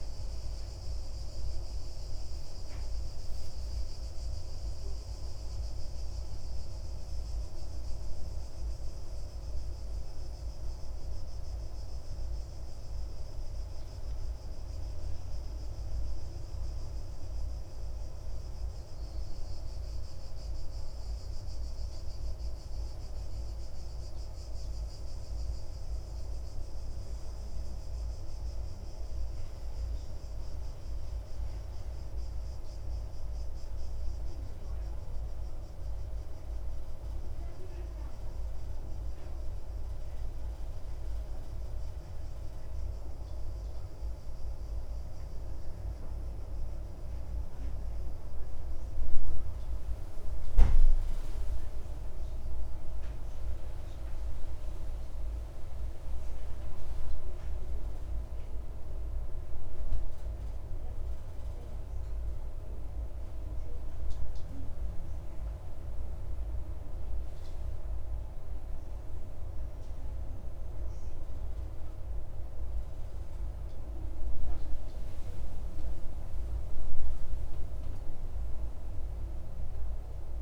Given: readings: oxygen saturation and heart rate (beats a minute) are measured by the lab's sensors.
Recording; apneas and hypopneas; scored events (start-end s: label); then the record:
breathing in sleep, hard to hear, by a room microphone; none
none scored
From the record:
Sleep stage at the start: N1 (lightest sleep); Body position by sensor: on the back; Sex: male